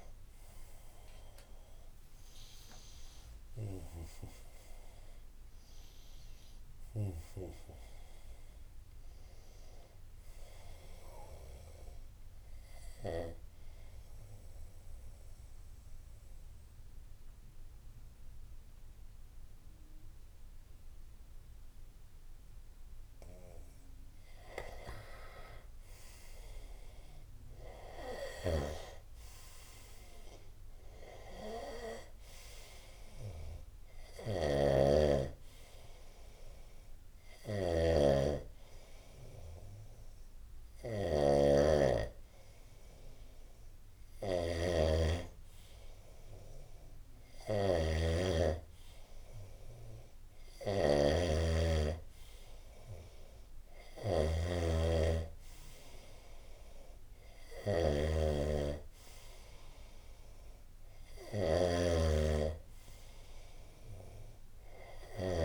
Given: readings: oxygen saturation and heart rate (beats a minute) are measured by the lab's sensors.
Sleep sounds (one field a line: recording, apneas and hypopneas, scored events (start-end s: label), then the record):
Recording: breathing in sleep by a room microphone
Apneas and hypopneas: 1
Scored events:
12.00-24.50 s: obstructive apnea (oxygen 96% before, 91% lowest, heart rate 76 before, 74 extreme, up 17 after)
19.00-65.45 s: new sleep stage, N2 (light sleep)
27.50-31.50 s: arousal
28.00-65.45 s: snoring (device-marked)
30.00-44.00 s: oxygen desaturation (device-marked, oxygen 96% before, 91% lowest, heart rate 77 before, 69 extreme)
From the record:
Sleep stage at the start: N1 (lightest sleep)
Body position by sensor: on the right side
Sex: male